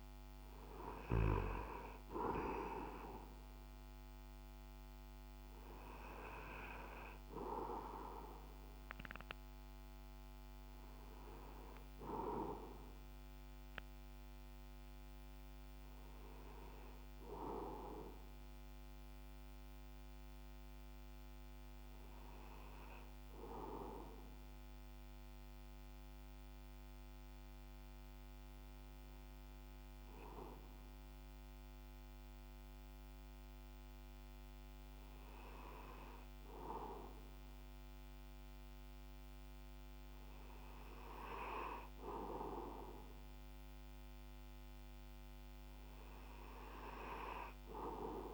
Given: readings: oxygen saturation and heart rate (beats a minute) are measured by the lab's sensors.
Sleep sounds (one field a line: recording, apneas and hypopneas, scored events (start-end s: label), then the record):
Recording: breathing in sleep by a microphone on the trachea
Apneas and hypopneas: none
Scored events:
none scored
From the record:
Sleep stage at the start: N2 (light sleep)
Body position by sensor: on the back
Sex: male